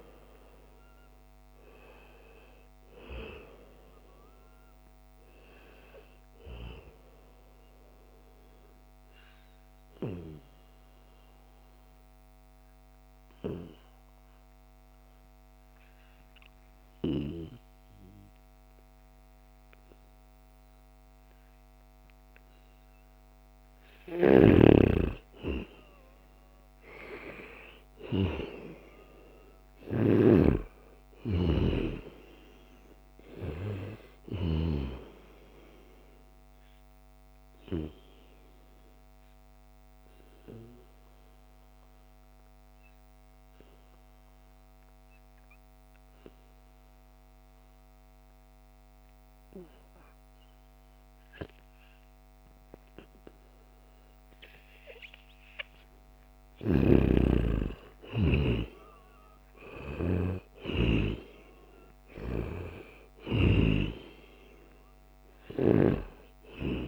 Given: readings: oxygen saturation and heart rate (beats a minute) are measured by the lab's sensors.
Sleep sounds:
breathing in sleep by a microphone on the trachea; 2
0.00-15.50 s: oxygen desaturation (device-marked, oxygen 90% lowest, heart rate 75 extreme)
6.50-23.50 s: obstructive apnea (oxygen 96% before, 90% lowest, heart rate 80 before, 75 extreme, up 3 after)
25.00-28.50 s: arousal
31.50-47.50 s: oxygen desaturation (device-marked, oxygen 96% before, 92% lowest, heart rate 76 before, 70 extreme)
36.00-54.50 s: obstructive apnea (oxygen 96% before, 89% lowest, heart rate 77 before, 70 extreme, up 3 after)
56.50-61.50 s: arousal
61.50-66.88 s: oxygen desaturation (device-marked, oxygen 96% before, 91% lowest, heart rate 74 before, 69 extreme)
From the record:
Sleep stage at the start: N2 (light sleep); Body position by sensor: on the back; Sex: male

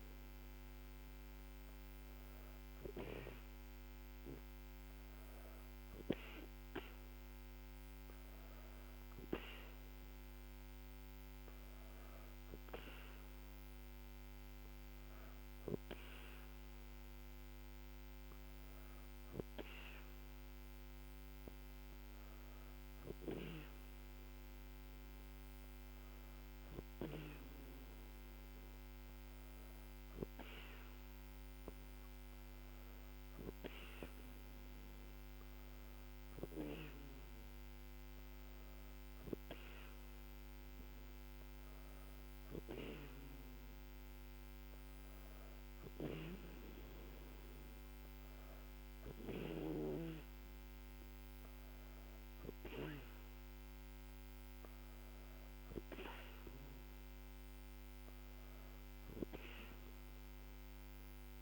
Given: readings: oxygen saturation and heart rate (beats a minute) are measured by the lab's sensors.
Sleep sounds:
breathing in sleep by a microphone on the trachea; none
none scored
From the record:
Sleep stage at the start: N2 (light sleep); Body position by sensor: on the back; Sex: female

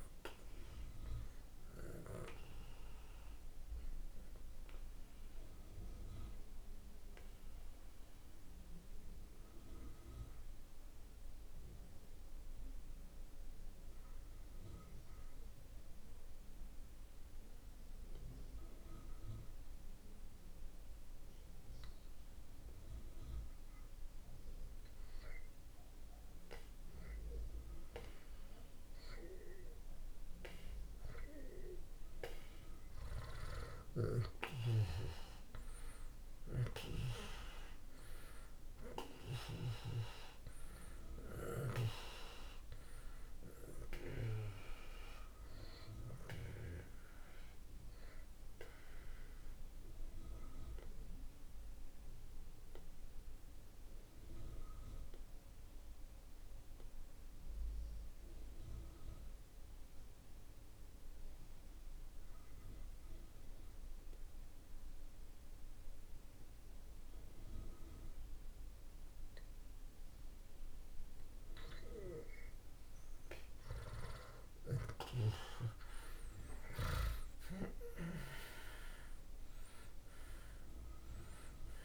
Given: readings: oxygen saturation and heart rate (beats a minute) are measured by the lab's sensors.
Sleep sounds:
breathing in sleep by a room microphone; 2
0.00-19.50 s: oxygen desaturation (device-marked, oxygen 76% lowest)
5.00-24.00 s: mixed apnea (oxygen 97% before, 76% lowest)
26.00-30.50 s: arousal
37.50-68.50 s: oxygen desaturation (device-marked, oxygen 96% before, 80% lowest)
48.50-70.50 s: obstructive apnea (oxygen 97% before, 77% lowest)
73.50-78.50 s: arousal
77.50-81.85 s: oxygen desaturation (device-marked, oxygen 96% before, 77% lowest)
From the record:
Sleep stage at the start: N2 (light sleep); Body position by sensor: on the back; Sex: male

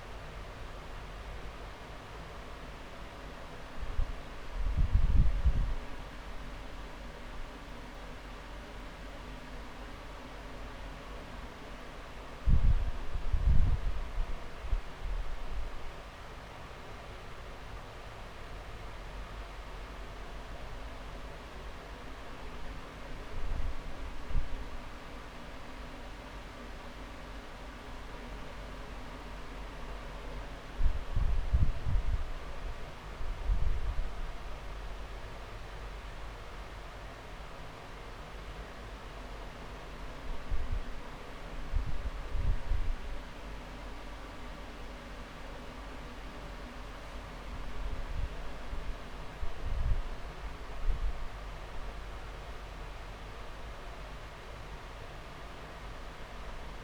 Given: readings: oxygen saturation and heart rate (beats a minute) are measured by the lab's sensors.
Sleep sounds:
breathing in sleep, hard to hear, by a room microphone; none
0.50-2.50 s: long interval between heartbeats (device-marked)
5.50-7.50 s: long interval between heartbeats (device-marked)
10.00-12.00 s: long interval between heartbeats (device-marked)
20.00-22.00 s: long interval between heartbeats (device-marked)
25.00-27.00 s: long interval between heartbeats (device-marked)
30.00-40.00 s: drop in pulse transit time (device-marked)
47.50-49.50 s: long interval between heartbeats (device-marked)
From the record:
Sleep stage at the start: N2 (light sleep); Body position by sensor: on the back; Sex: male

